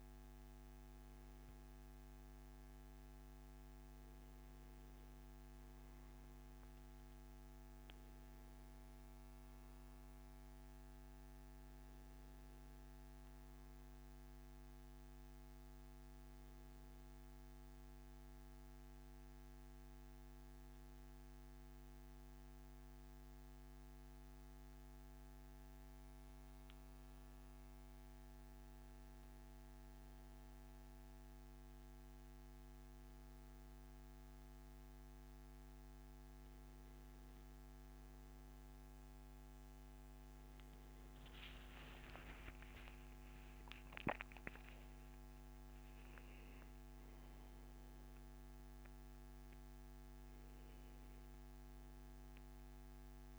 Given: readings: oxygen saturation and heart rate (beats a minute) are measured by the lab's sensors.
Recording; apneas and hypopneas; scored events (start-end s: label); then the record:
a person awake in a sleep study, hard to hear, by a microphone on the trachea; none
14.00-16.00 s: long interval between heartbeats (device-marked, heart rate 140 before, 130 extreme)
From the record:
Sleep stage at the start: awake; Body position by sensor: on the back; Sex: male